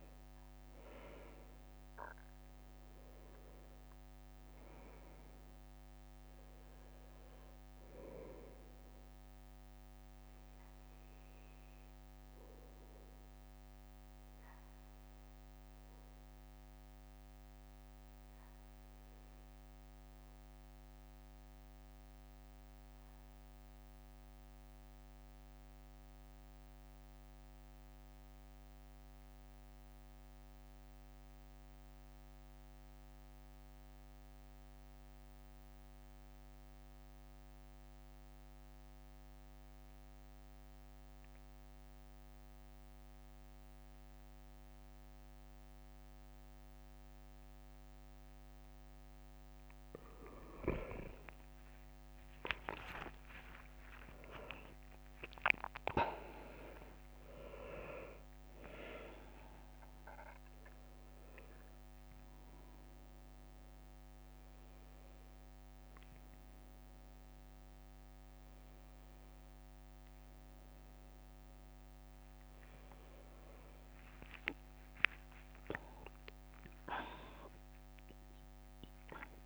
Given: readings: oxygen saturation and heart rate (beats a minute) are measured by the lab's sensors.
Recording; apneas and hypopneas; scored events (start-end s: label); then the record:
breathing in sleep by a microphone on the trachea; 1
18.50-48.00 s: obstructive apnea (oxygen 97% before, 89% lowest, heart rate 65 before, 62 extreme, up 25 after)
42.00-66.00 s: oxygen desaturation (device-marked, oxygen 98% before, 89% lowest, heart rate 64 before, 66 extreme)
50.50-55.00 s: arousal
51.50-53.50 s: long interval between heartbeats (device-marked, heart rate 65 before, 73 extreme)
52.50-54.00 s: leg movement (device-marked)
56.00-57.50 s: leg movement (device-marked)
59.00-79.46 s: new sleep stage, N1 (lightest sleep)
72.00-76.50 s: arousal
73.00-77.50 s: leg movement (device-marked)
From the record:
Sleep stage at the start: N2 (light sleep); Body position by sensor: on the back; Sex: male